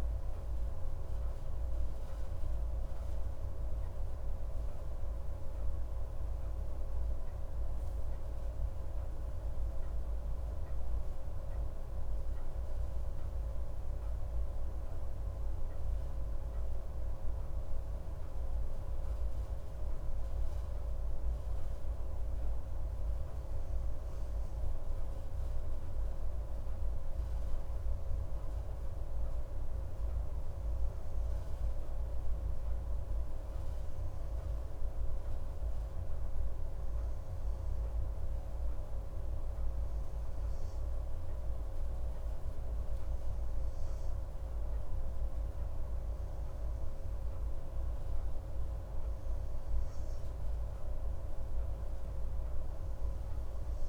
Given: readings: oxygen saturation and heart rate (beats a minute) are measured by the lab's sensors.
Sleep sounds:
breathing in sleep, hard to hear, by a room microphone; none
none scored
From the record:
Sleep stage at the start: N2 (light sleep); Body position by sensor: on the right side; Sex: male

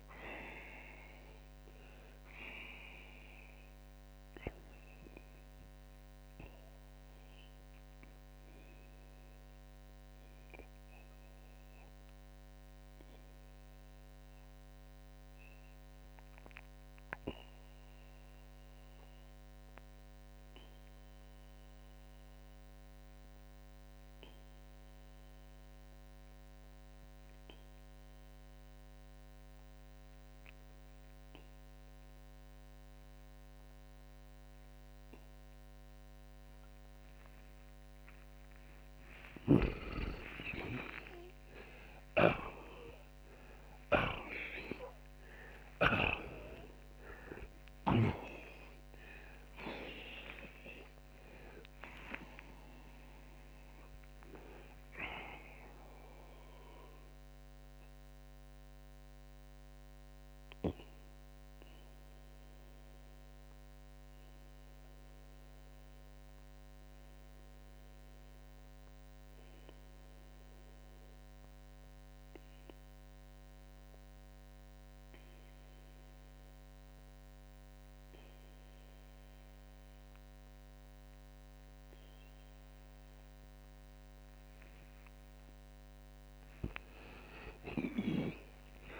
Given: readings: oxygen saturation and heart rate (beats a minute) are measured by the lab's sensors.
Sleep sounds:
breathing in sleep by a microphone on the trachea; 2
2.50-36.50 s: oxygen desaturation (device-marked, oxygen 93% before, 79% lowest)
9.00-38.50 s: mixed apnea (oxygen 93% before, 76% lowest)
41.50-45.50 s: snoring (device-marked)
42.50-47.50 s: arousal
47.50-83.50 s: oxygen desaturation (device-marked, oxygen 93% before, 76% lowest)
56.50-84.50 s: mixed apnea (oxygen 93% before, 76% lowest)
87.50-89.00 s: snoring (device-marked)
From the record:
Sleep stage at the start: N2 (light sleep); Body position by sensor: on the back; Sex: male

